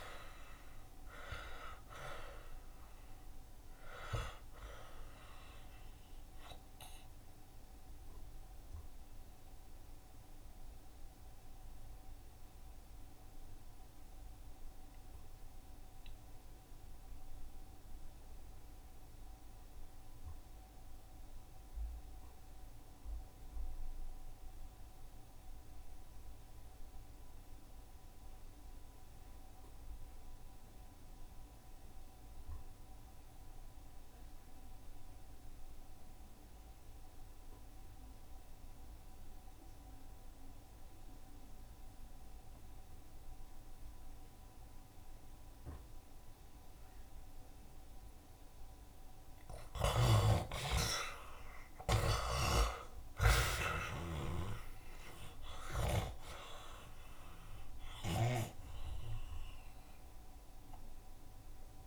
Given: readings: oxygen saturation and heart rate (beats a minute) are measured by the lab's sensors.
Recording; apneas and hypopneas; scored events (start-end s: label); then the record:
breathing in sleep by a room microphone; 1
0.00-25.50 s: oxygen desaturation (device-marked, oxygen 64% lowest, heart rate 68 extreme)
8.00-48.00 s: obstructive apnea (oxygen 77% before, 65% lowest, heart rate 81 before, 68 extreme, up 60 after)
30.50-61.87 s: oxygen desaturation (device-marked, oxygen 93% before, 65% lowest, heart rate 69 before, 67 extreme)
42.50-44.50 s: long interval between heartbeats (device-marked, heart rate 70 before, 81 extreme)
43.50-51.50 s: tachycardia (device-marked, heart rate 76 before, 122 extreme)
46.50-48.50 s: long interval between heartbeats (device-marked, heart rate 74 before, 101 extreme)
49.00-51.00 s: long interval between heartbeats (device-marked, heart rate 78 before, 116 extreme)
49.50-53.00 s: arousal
52.00-54.00 s: long interval between heartbeats (device-marked, heart rate 85 before, 127 extreme)
From the record:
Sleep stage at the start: N2 (light sleep); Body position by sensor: on the back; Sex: male